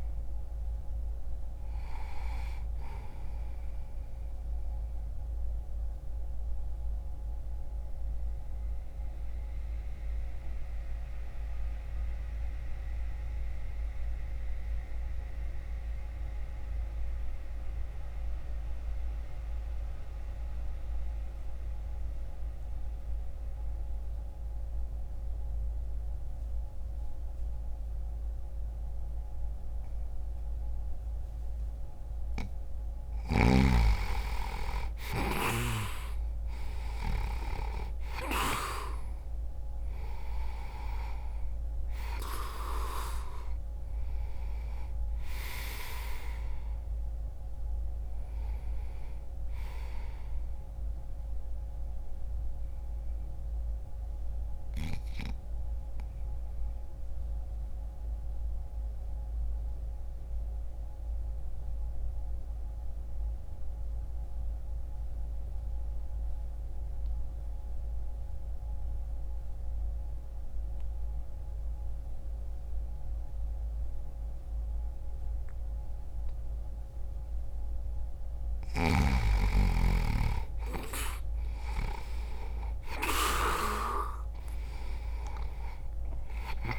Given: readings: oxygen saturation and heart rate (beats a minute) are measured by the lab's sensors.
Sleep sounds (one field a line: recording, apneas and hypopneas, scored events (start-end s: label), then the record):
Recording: breathing in sleep by a room microphone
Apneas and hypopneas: 2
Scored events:
4.00-32.00 s: mixed apnea (oxygen 98% before, 84% lowest, heart rate 65 before, 60 extreme, up 0 after)
9.50-26.50 s: oxygen desaturation (device-marked, oxygen 95% before, 88% lowest, heart rate 64 before, 60 extreme)
33.50-38.00 s: arousal
33.50-72.50 s: oxygen desaturation (device-marked, oxygen 99% before, 84% lowest, heart rate 60 before, 60 extreme)
51.00-78.50 s: obstructive apnea (oxygen 99% before, 84% lowest, heart rate 60 before, 59 extreme, up 2 after)
80.00-84.50 s: arousal
From the record:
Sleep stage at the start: N2 (light sleep)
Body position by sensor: on the back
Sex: male